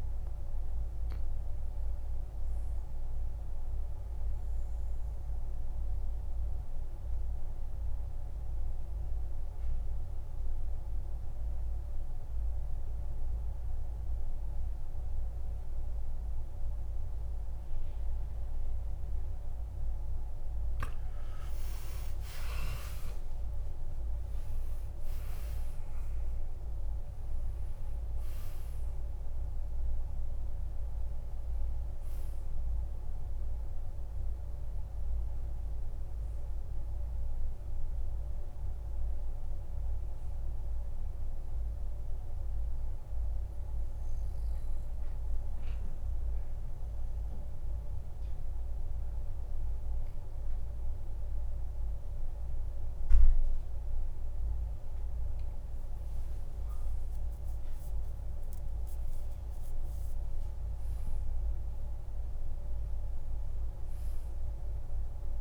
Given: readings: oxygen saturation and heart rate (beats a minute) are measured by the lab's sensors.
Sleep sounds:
breathing in sleep, hard to hear, by a room microphone; 2
0.00-2.00 s: arousal
5.00-19.00 s: obstructive apnea (oxygen 99% before, 90% lowest, heart rate 54 before, 52 extreme)
10.00-48.00 s: oxygen desaturation (device-marked, oxygen 99% before, 90% lowest, heart rate 55 before, 48 extreme)
20.00-26.00 s: tachycardia (device-marked, heart rate 63 before, 118 extreme)
22.00-24.00 s: long interval between heartbeats (device-marked, heart rate 56 before, 75 extreme)
22.00-26.00 s: arousal
25.00-27.00 s: long interval between heartbeats (device-marked, heart rate 62 before, 113 extreme)
41.50-55.00 s: central apnea (oxygen 96% before, 90% lowest, heart rate 76 before, 48 extreme, up 19 after)
56.50-60.00 s: arousal
From the record:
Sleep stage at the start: N2 (light sleep); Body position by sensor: on the back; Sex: male

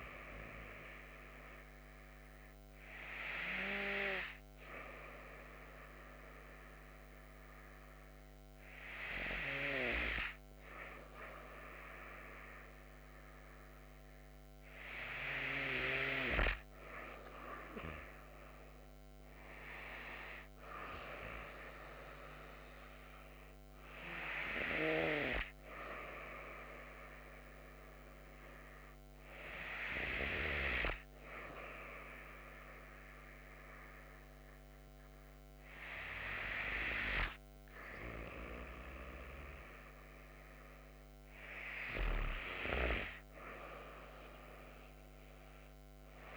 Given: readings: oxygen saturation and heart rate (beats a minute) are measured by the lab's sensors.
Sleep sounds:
breathing in sleep by a microphone on the trachea; 1
2.00-14.50 s: hypopnea (oxygen 96% before, 94% lowest)
17.50-20.50 s: arousal
From the record:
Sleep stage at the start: N2 (light sleep); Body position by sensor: on the back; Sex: female

